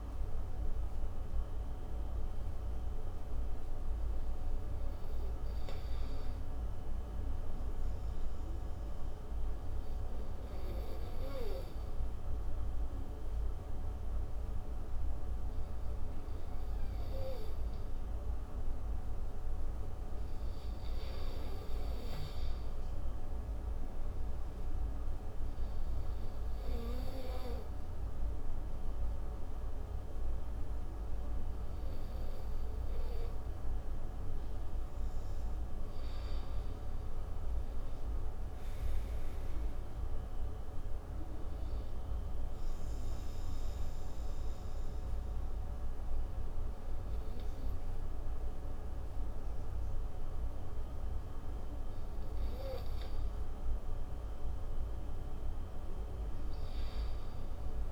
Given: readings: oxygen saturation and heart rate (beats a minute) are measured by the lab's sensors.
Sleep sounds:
breathing in sleep, hard to hear, by a room microphone; 3
0.00-7.00 s: oxygen desaturation (device-marked, oxygen 91% lowest)
7.50-19.00 s: hypopnea (oxygen 96% before, 89% lowest)
16.00-21.00 s: oxygen desaturation (device-marked, oxygen 96% before, 93% lowest)
20.50-23.00 s: arousal
25.50-35.50 s: obstructive apnea (oxygen 96% before, 89% lowest)
26.00-39.00 s: oxygen desaturation (device-marked, oxygen 94% before, 91% lowest)
37.00-40.00 s: arousal
42.50-53.50 s: obstructive apnea (oxygen 96% before, 89% lowest)
46.00-57.92 s: oxygen desaturation (device-marked, oxygen 95% before, 89% lowest)
55.50-57.92 s: arousal
From the record:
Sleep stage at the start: N2 (light sleep); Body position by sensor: on the front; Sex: male

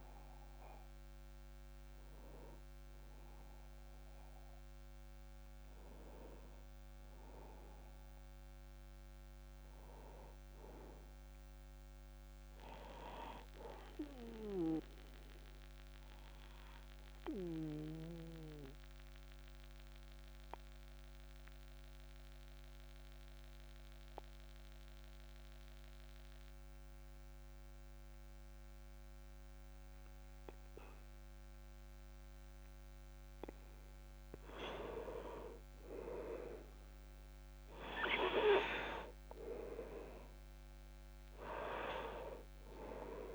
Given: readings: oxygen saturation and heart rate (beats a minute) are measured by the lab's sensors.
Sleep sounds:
breathing in sleep by a microphone on the trachea; 1
0.00-13.50 s: oxygen desaturation (device-marked, oxygen 91% lowest)
14.50-32.50 s: obstructive apnea (oxygen 98% before, 94% lowest)
34.00-38.50 s: arousal
40.50-43.35 s: oxygen desaturation (device-marked, oxygen 99% before, 94% lowest)
From the record:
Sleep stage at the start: N2 (light sleep); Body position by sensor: on the back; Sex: male

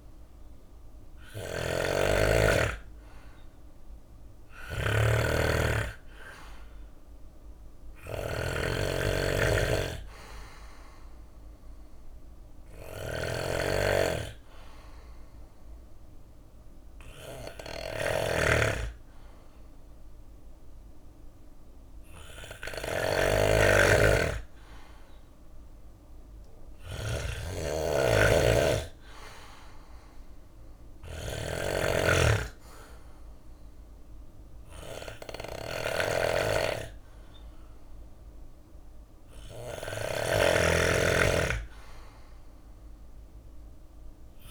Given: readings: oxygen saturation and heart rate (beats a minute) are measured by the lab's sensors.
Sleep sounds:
breathing in sleep by a room microphone; 1
0.00-44.50 s: snoring (device-marked)
10.00-22.50 s: obstructive apnea (oxygen 95% before, 92% lowest, heart rate 60 before, 57 extreme, up 1 after)
24.00-27.50 s: arousal
32.50-44.50 s: oxygen desaturation (device-marked, oxygen 95% before, 92% lowest, heart rate 60 before, 56 extreme)
33.50-44.50 s: bradycardia (device-marked, heart rate 63 before, 56 extreme)
From the record:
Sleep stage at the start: N2 (light sleep); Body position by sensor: on the back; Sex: male

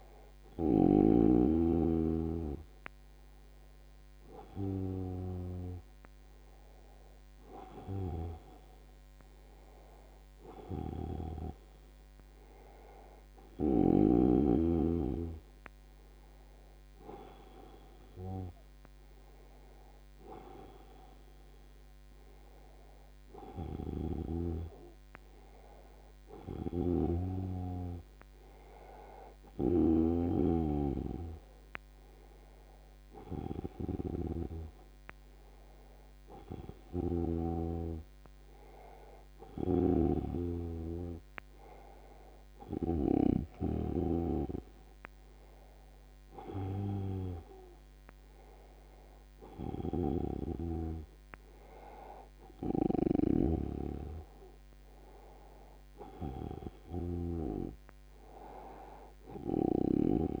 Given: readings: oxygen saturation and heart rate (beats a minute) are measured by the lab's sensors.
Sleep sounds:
breathing in sleep by a microphone on the trachea; none
37.00-40.50 s: snoring (device-marked)
56.00-60.40 s: new sleep stage, N2 (light sleep)
From the record:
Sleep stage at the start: N1 (lightest sleep); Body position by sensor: on the back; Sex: male

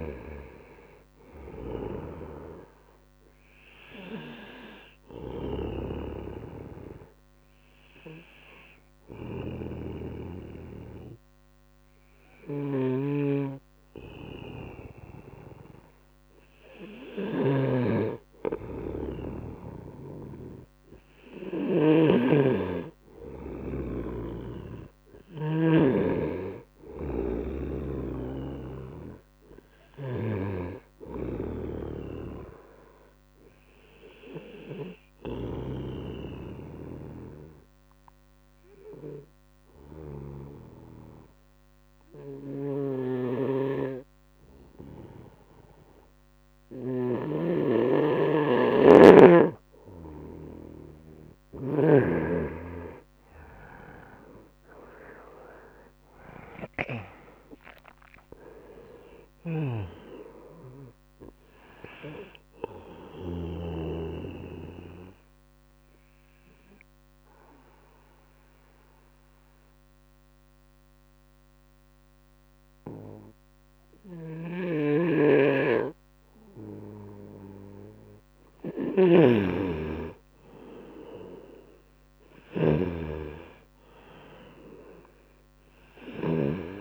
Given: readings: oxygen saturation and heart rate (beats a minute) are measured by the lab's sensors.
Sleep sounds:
breathing in sleep by a microphone on the trachea; 3
0.00-2.00 s: arousal
5.50-16.00 s: obstructive apnea (oxygen 97% before, 90% lowest, heart rate 76 before, 76 extreme, up 2 after)
8.00-24.00 s: oxygen desaturation (device-marked, oxygen 97% before, 91% lowest, heart rate 76 before, 75 extreme)
12.00-25.00 s: snoring (device-marked)
21.50-25.00 s: arousal
35.50-49.00 s: obstructive apnea (oxygen 96% before, 90% lowest, heart rate 78 before, 74 extreme, up 3 after)
42.00-51.50 s: snoring (device-marked)
52.00-56.00 s: arousal
58.50-63.50 s: snoring (device-marked)
59.00-83.00 s: oxygen desaturation (device-marked, oxygen 96% before, 90% lowest, heart rate 76 before, 74 extreme)
61.50-78.00 s: obstructive apnea (oxygen 96% before, 90% lowest, heart rate 76 before, 74 extreme, up 5 after)
73.50-86.81 s: snoring (device-marked)
80.50-84.00 s: arousal
From the record:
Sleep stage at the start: N2 (light sleep); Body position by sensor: on the right side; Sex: male

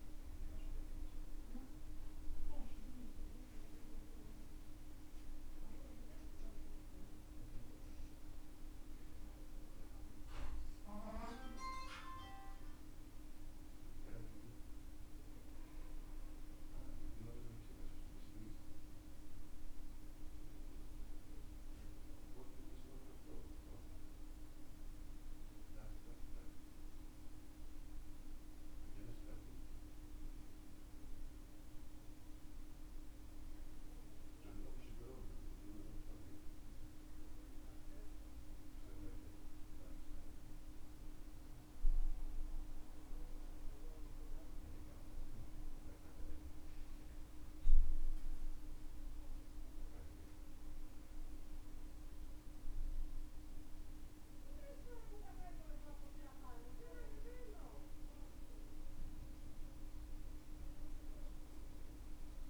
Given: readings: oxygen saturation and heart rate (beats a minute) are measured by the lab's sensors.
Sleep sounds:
breathing in sleep, hard to hear, by a room microphone; 1
46.00-58.00 s: hypopnea (oxygen 95% before, 92% lowest, heart rate 69 before, 64 extreme, up 5 after)
58.50-62.50 s: arousal
From the record:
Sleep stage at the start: N2 (light sleep); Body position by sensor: on the back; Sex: male

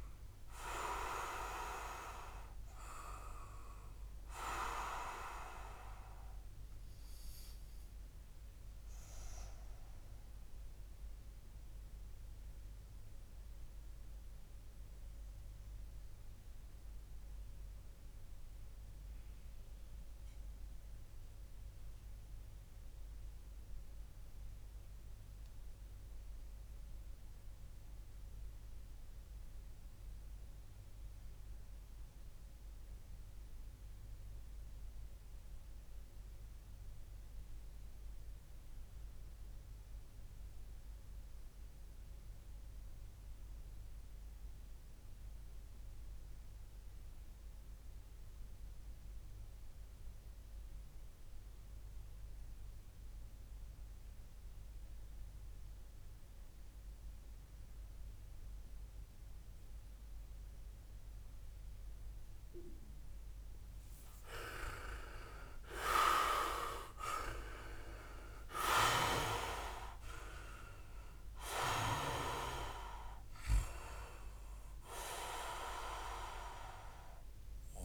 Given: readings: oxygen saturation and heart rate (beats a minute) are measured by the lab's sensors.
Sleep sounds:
breathing in sleep by a room microphone; 1
9.50-62.50 s: mixed apnea (oxygen 99% before, 96% lowest)
64.00-68.00 s: arousal
From the record:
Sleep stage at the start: REM sleep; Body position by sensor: on the back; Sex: male

